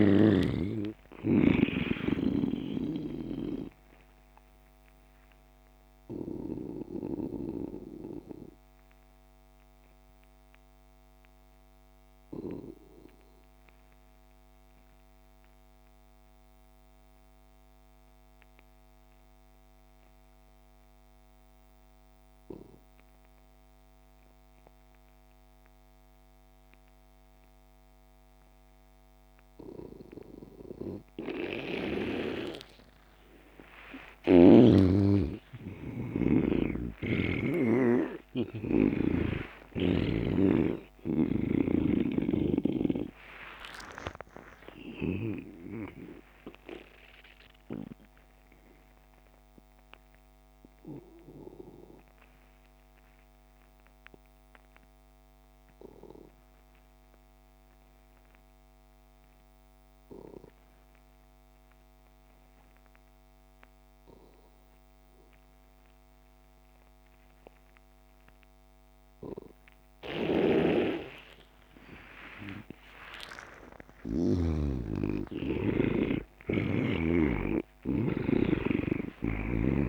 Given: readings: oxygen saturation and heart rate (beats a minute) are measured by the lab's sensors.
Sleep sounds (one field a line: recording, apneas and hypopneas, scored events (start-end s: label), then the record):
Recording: breathing in sleep by a microphone on the trachea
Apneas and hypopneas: 2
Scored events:
0.00-1.00 s: snoring (device-marked)
0.00-19.00 s: oxygen desaturation (device-marked, oxygen 83% lowest)
3.00-33.00 s: obstructive apnea (oxygen 99% before, 83% lowest)
29.00-58.00 s: oxygen desaturation (device-marked, oxygen 99% before, 85% lowest)
34.50-38.00 s: snoring (device-marked)
34.50-39.50 s: arousal
46.50-72.50 s: obstructive apnea (oxygen 99% before, 84% lowest)
74.00-77.50 s: snoring (device-marked)
74.00-79.00 s: arousal
74.00-79.89 s: oxygen desaturation (device-marked, oxygen 98% before, 84% lowest)
From the record:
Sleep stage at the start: N2 (light sleep)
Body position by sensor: on the back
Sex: male